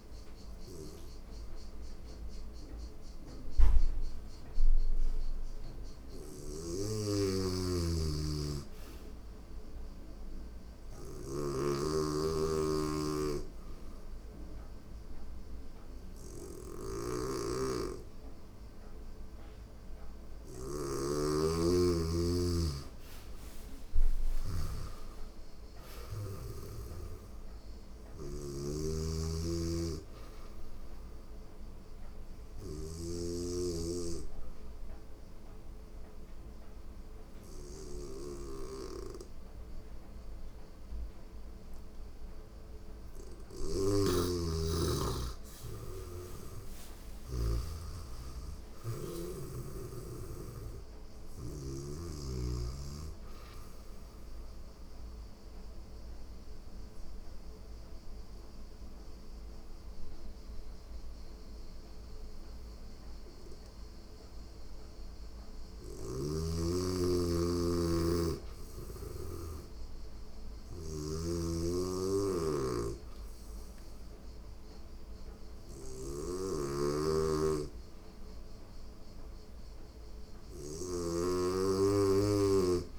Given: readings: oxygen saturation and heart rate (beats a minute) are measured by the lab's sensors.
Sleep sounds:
breathing in sleep by a room microphone; 3
0.00-6.00 s: oxygen desaturation (device-marked, oxygen 91% lowest, heart rate 85 extreme)
5.50-8.50 s: arousal
5.50-24.00 s: snoring (device-marked)
10.50-21.00 s: obstructive apnea (oxygen 97% before, 90% lowest, heart rate 87 before, 85 extreme, up 5 after)
21.00-26.00 s: oxygen desaturation (device-marked, oxygen 97% before, 91% lowest, heart rate 86 before, 85 extreme)
23.00-26.50 s: arousal
28.50-43.50 s: snoring (device-marked)
33.50-43.50 s: obstructive apnea (oxygen 97% before, 89% lowest, heart rate 88 before, 84 extreme, up 5 after)
37.00-45.00 s: oxygen desaturation (device-marked, oxygen 94% before, 90% lowest, heart rate 88 before, 84 extreme)
46.00-50.00 s: arousal
53.50-65.00 s: obstructive apnea (oxygen 96% before, 89% lowest, heart rate 87 before, 84 extreme, up 1 after)
57.00-68.00 s: oxygen desaturation (device-marked, oxygen 96% before, 91% lowest, heart rate 88 before, 84 extreme)
68.50-71.50 s: arousal
70.00-82.99 s: snoring (device-marked)
78.00-82.99 s: oxygen desaturation (device-marked, oxygen 97% before, 89% lowest, heart rate 85 before, 85 extreme)
From the record:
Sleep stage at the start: N2 (light sleep); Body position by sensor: on the right side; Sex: female

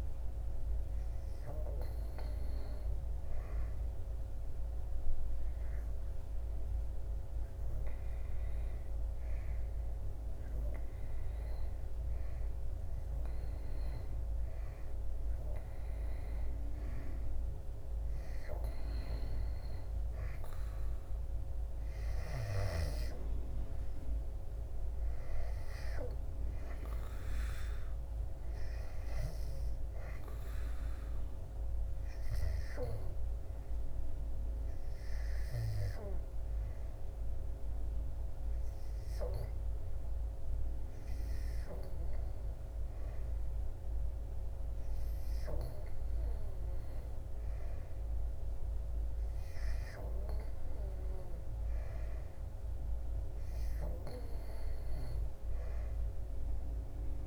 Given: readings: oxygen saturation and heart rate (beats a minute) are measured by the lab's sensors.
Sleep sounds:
breathing in sleep by a room microphone; 1
3.50-17.00 s: hypopnea (oxygen 95% before, 90% lowest, heart rate 77 before, 73 extreme, up 11 after)
19.00-22.50 s: arousal
28.50-46.50 s: oxygen desaturation (device-marked, oxygen 93% before, 90% lowest, heart rate 78 before, 75 extreme)
From the record:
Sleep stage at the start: N2 (light sleep); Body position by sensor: on the back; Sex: male

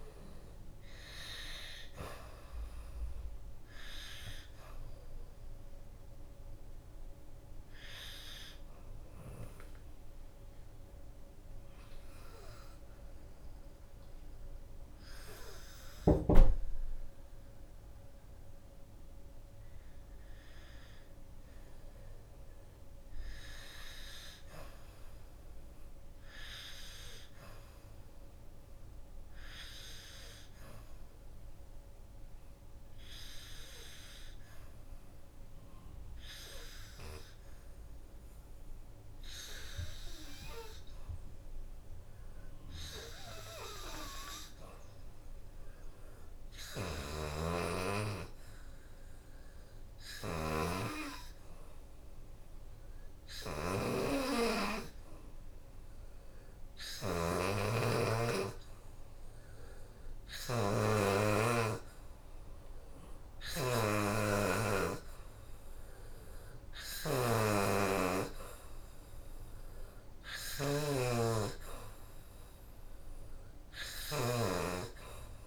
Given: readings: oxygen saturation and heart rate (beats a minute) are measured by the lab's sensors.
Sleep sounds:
breathing in sleep by a room microphone; 1
0.00-1.50 s: arousal
0.00-18.50 s: oxygen desaturation (device-marked, oxygen 84% lowest, heart rate 63 extreme)
9.50-26.50 s: obstructive apnea (oxygen 93% before, 84% lowest, heart rate 73 before, 63 extreme, up 2 after)
24.50-35.50 s: oxygen desaturation (device-marked, oxygen 95% before, 89% lowest, heart rate 68 before, 63 extreme)
28.50-32.50 s: arousal
45.50-57.50 s: oxygen desaturation (device-marked, oxygen 90% before, 86% lowest, heart rate 69 before, 72 extreme)
63.50-75.46 s: oxygen desaturation (device-marked, oxygen 87% before, 84% lowest, heart rate 73 before, 66 extreme)
74.00-75.46 s: arousal
From the record:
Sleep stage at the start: N2 (light sleep); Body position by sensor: on the back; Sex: female

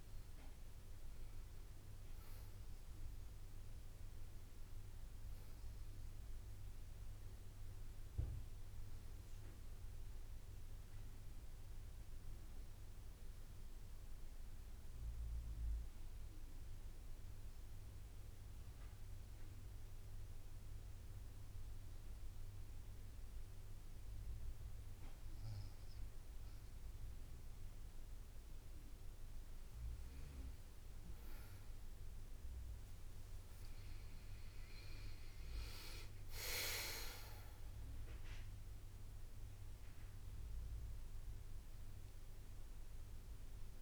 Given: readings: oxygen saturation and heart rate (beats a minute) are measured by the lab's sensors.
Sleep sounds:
breathing in sleep by a room microphone; none
30.50-34.50 s: arousal
38.50-43.82 s: drop in pulse transit time (device-marked, heart rate 64 before, 62 extreme)
From the record:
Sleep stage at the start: N1 (lightest sleep); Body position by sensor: on the back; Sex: female

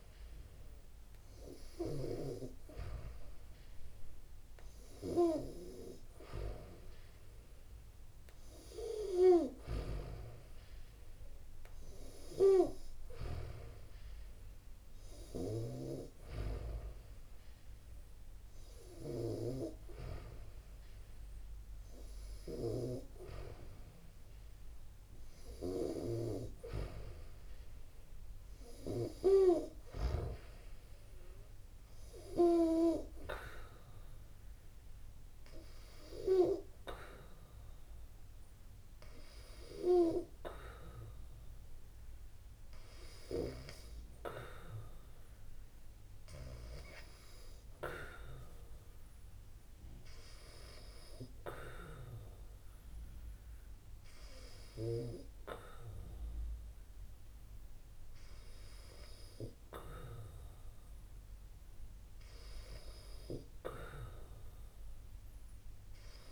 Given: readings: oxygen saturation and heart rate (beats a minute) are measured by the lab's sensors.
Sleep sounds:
breathing in sleep by a room microphone; none
65.50-66.32 s: new sleep stage, awake
From the record:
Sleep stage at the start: N2 (light sleep); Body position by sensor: on the back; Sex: female

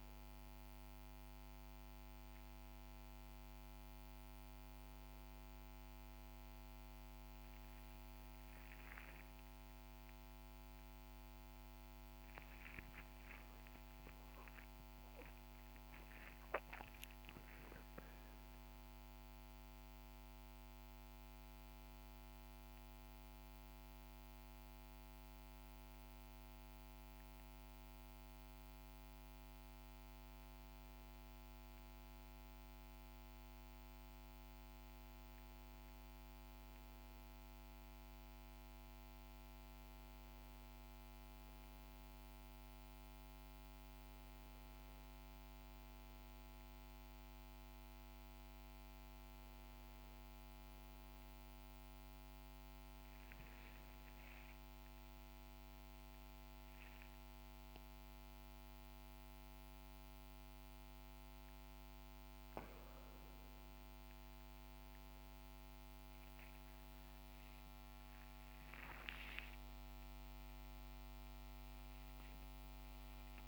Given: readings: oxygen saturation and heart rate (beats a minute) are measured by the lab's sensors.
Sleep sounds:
a person awake in a sleep study, hard to hear, by a microphone on the trachea; none
31.00-61.00 s: new sleep stage, N1 (lightest sleep)
61.00-73.48 s: new sleep stage, awake
From the record:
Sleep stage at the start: awake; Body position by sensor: on the right side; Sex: male

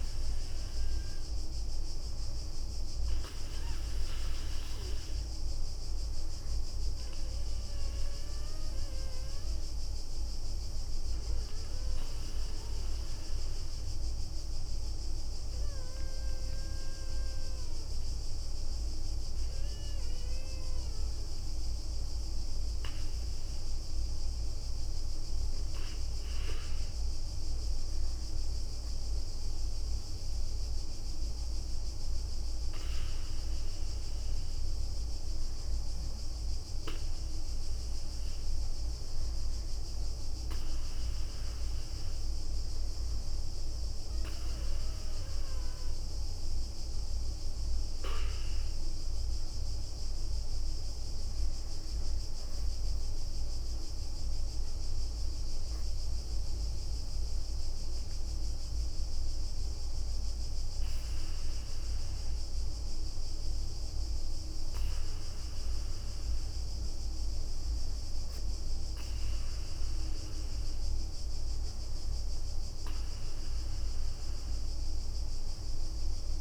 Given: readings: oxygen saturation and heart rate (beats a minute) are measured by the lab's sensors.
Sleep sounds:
breathing in sleep, hard to hear, by a room microphone; 1
12.50-24.50 s: hypopnea (oxygen 98% before, 96% lowest, heart rate 66 before, 62 extreme, up 4 after)
26.50-30.00 s: arousal
33.50-44.00 s: leg movement (device-marked)
62.00-70.00 s: leg movement (device-marked)
73.50-76.41 s: leg movement (device-marked)
From the record:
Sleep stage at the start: REM sleep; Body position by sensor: on the right side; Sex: female

